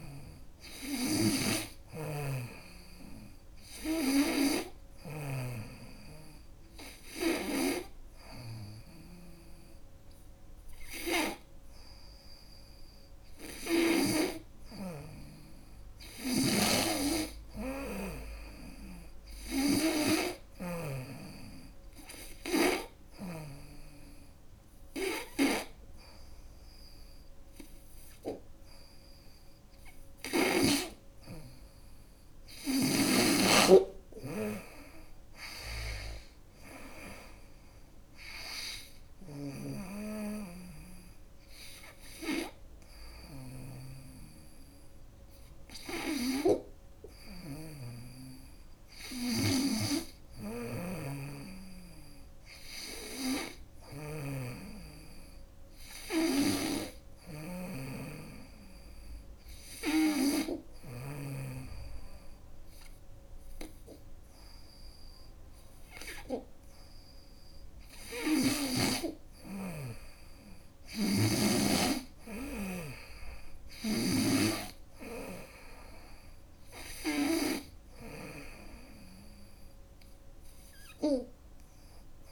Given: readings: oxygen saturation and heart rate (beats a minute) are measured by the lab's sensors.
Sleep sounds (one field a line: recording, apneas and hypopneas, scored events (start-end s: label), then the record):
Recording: breathing in sleep by a room microphone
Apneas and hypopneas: 2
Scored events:
0.50-4.50 s: snoring (device-marked)
15.50-19.00 s: arousal
15.50-23.00 s: snoring (device-marked)
21.00-32.00 s: hypopnea (oxygen 98% before, 93% lowest, heart rate 79 before, 74 extreme, up 7 after)
35.00-38.50 s: arousal
45.00-58.00 s: oxygen desaturation (device-marked, oxygen 97% before, 93% lowest, heart rate 81 before, 75 extreme)
46.50-53.50 s: snoring (device-marked)
55.50-60.50 s: snoring (device-marked)
58.00-68.00 s: hypopnea (oxygen 97% before, 95% lowest, heart rate 78 before, 74 extreme, up 1 after)
70.00-73.00 s: arousal
From the record:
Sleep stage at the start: N2 (light sleep)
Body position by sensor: on the front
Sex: female